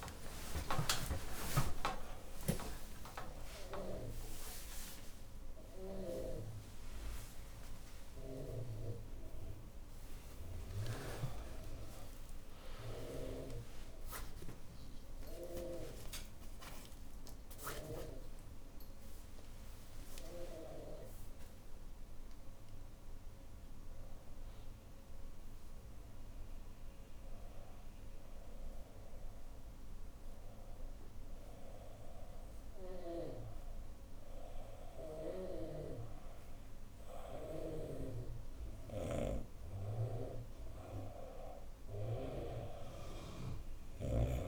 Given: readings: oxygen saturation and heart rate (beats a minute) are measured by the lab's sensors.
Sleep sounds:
a person awake in a sleep study, by a room microphone; none
1.50-31.50 s: new sleep stage, awake
31.50-44.47 s: new sleep stage, N2 (light sleep)
38.50-44.00 s: snoring (device-marked)
From the record:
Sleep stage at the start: N2 (light sleep); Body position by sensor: on the right side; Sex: female

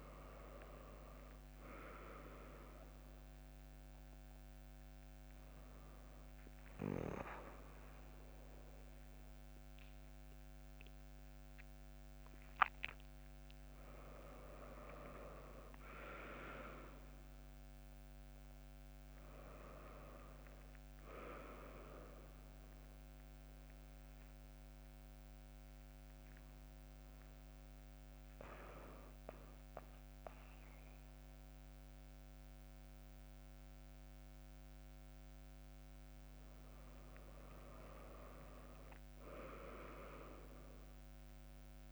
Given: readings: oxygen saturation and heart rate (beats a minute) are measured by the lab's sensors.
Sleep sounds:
breathing in sleep by a microphone on the trachea; none
27.50-37.50 s: drop in pulse transit time (device-marked, heart rate 80 before, 80 extreme)
From the record:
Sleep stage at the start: N1 (lightest sleep); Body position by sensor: on the back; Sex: female

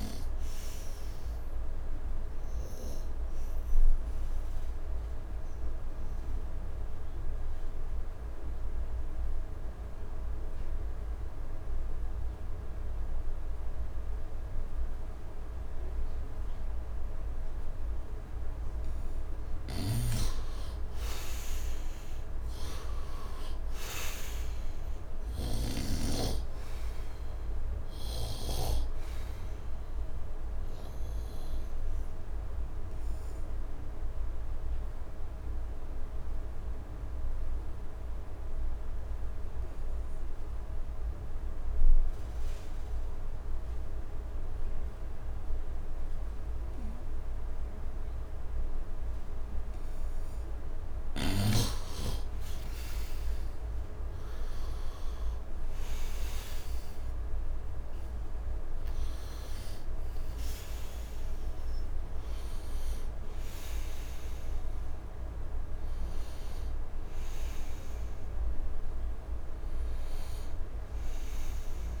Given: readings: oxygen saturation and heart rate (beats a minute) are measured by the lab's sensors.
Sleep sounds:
breathing in sleep by a room microphone; 2
0.00-11.50 s: oxygen desaturation (device-marked, oxygen 86% lowest, heart rate 73 extreme)
3.00-19.00 s: obstructive apnea (oxygen 99% before, 82% lowest, heart rate 79 before, 73 extreme, up 9 after)
18.50-40.50 s: oxygen desaturation (device-marked, oxygen 98% before, 85% lowest, heart rate 77 before, 73 extreme)
19.50-28.50 s: snoring (device-marked)
21.00-24.00 s: arousal
29.00-51.00 s: obstructive apnea (oxygen 98% before, 82% lowest, heart rate 78 before, 73 extreme, up 8 after)
48.50-72.00 s: oxygen desaturation (device-marked, oxygen 98% before, 82% lowest, heart rate 76 before, 74 extreme)
52.50-57.50 s: arousal
From the record:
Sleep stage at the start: N2 (light sleep); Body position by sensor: on the right side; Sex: male

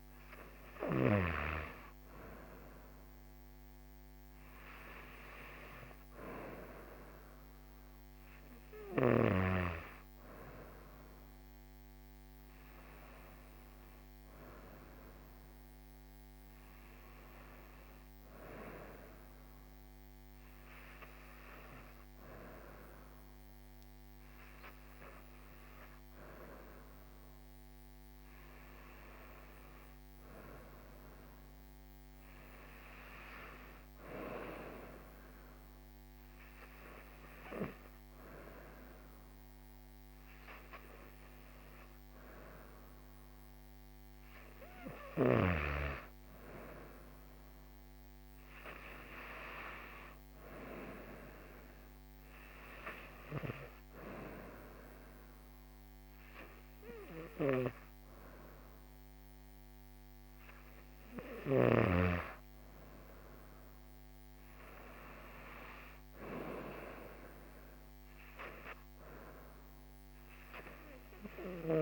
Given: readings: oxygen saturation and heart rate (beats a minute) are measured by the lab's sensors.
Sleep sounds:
breathing in sleep by a microphone on the trachea; none
none scored
From the record:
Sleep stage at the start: N2 (light sleep); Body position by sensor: on the right side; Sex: female

